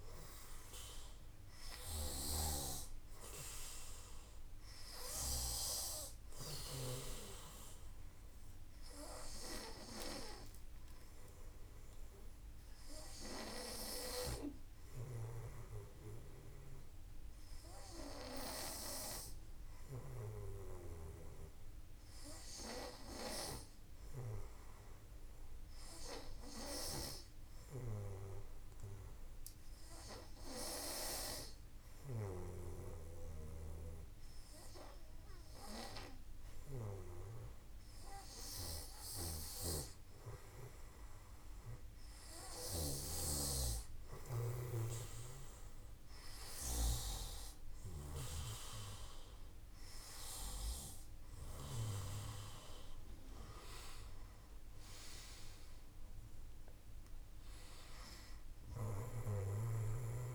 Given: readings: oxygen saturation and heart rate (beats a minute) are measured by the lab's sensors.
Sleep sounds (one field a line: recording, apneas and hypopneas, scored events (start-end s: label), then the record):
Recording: breathing in sleep by a room microphone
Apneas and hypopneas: 1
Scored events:
0.00-1.50 s: snoring (device-marked)
26.50-39.50 s: hypopnea (oxygen 95% before, 94% lowest, heart rate 53 before, 52 extreme, up 3 after)
38.00-47.50 s: snoring (device-marked)
42.50-46.50 s: arousal
From the record:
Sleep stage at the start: N2 (light sleep)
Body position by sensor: on the back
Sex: male